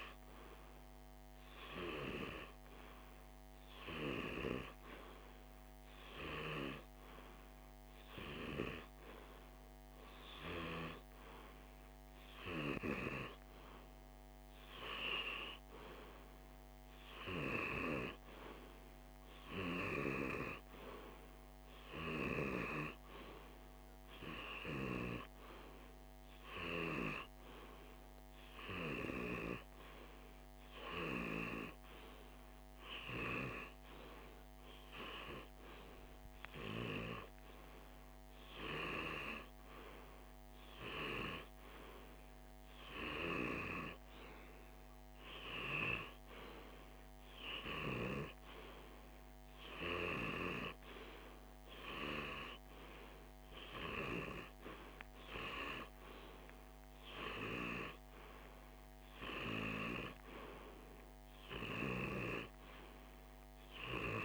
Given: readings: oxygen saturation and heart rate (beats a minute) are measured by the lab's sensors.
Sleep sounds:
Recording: breathing in sleep by a microphone on the trachea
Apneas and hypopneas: none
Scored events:
none scored
From the record:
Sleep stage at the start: REM sleep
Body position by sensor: on the left side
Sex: male

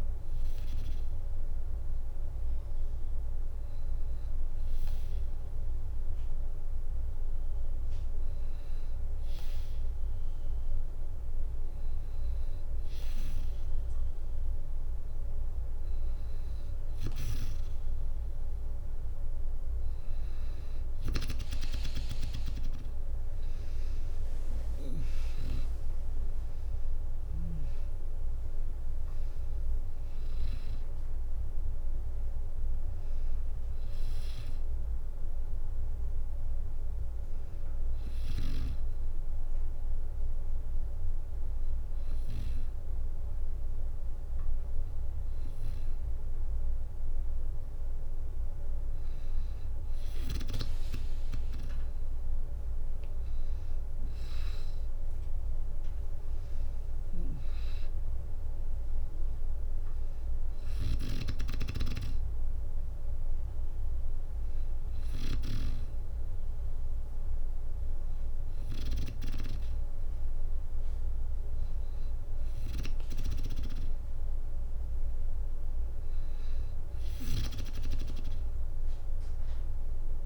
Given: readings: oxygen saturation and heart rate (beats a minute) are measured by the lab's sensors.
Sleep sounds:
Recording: breathing in sleep by a room microphone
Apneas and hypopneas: 2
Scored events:
0.00-3.00 s: oxygen desaturation (device-marked, oxygen 93% lowest, heart rate 60 extreme)
5.50-16.50 s: hypopnea (oxygen 98% before, 94% lowest, heart rate 63 before, 60 extreme, up 5 after)
22.00-36.00 s: drop in pulse transit time (device-marked, heart rate 61 before, 62 extreme)
23.00-26.50 s: arousal
37.50-48.50 s: hypopnea (oxygen 97% before, 94% lowest, heart rate 65 before, 59 extreme, up 16 after)
50.00-52.00 s: long interval between heartbeats (device-marked, heart rate 62 before, 71 extreme)
51.00-55.50 s: arousal
60.50-65.00 s: snoring (device-marked)
From the record:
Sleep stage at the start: N2 (light sleep)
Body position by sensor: on the back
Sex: female

